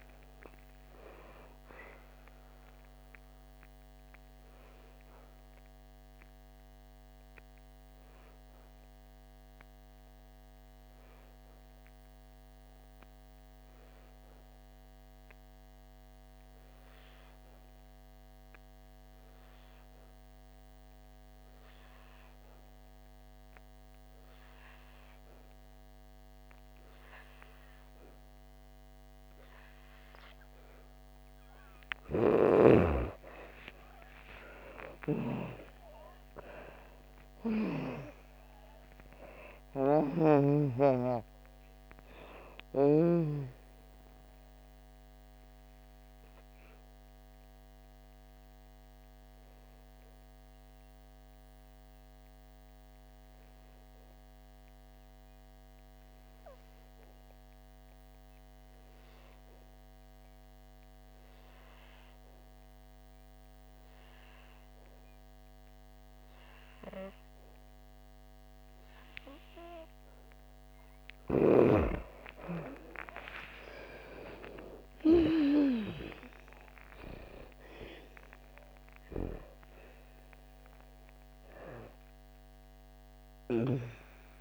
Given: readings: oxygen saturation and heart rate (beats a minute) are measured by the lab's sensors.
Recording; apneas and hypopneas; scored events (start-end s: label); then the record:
breathing in sleep by a microphone on the trachea; 2
0.00-20.50 s: oxygen desaturation (device-marked, oxygen 83% lowest, heart rate 53 extreme)
4.00-31.50 s: obstructive apnea (oxygen 99% before, 83% lowest, heart rate 65 before, 53 extreme, up 11 after)
29.50-65.50 s: oxygen desaturation (device-marked, oxygen 98% before, 85% lowest, heart rate 57 before, 54 extreme)
33.50-39.50 s: arousal
44.00-70.00 s: obstructive apnea (oxygen 98% before, 85% lowest, heart rate 66 before, 54 extreme, up 29 after)
72.50-77.50 s: arousal
72.50-84.41 s: oxygen desaturation (device-marked, oxygen 99% before, 86% lowest, heart rate 60 before, 57 extreme)
From the record:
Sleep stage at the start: N2 (light sleep); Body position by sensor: on the back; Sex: female